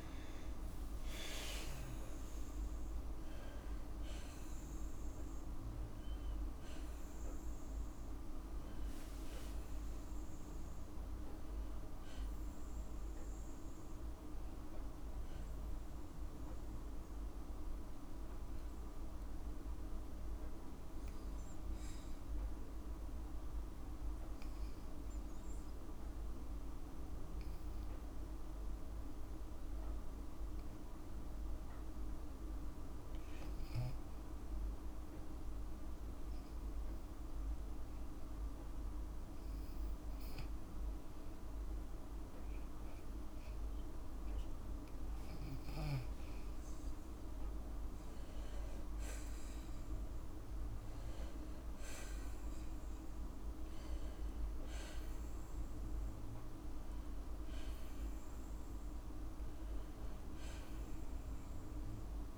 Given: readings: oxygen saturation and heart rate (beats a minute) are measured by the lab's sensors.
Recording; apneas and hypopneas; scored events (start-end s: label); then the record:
breathing in sleep, hard to hear, by a room microphone; 1
0.00-3.00 s: arousal
16.00-35.50 s: hypopnea (oxygen 97% before, 93% lowest, heart rate 59 before, 52 extreme, up 3 after)
30.00-43.00 s: oxygen desaturation (device-marked, oxygen 97% before, 93% lowest, heart rate 55 before, 54 extreme)
47.50-52.00 s: arousal
From the record:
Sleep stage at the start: N2 (light sleep); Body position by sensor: on the back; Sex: female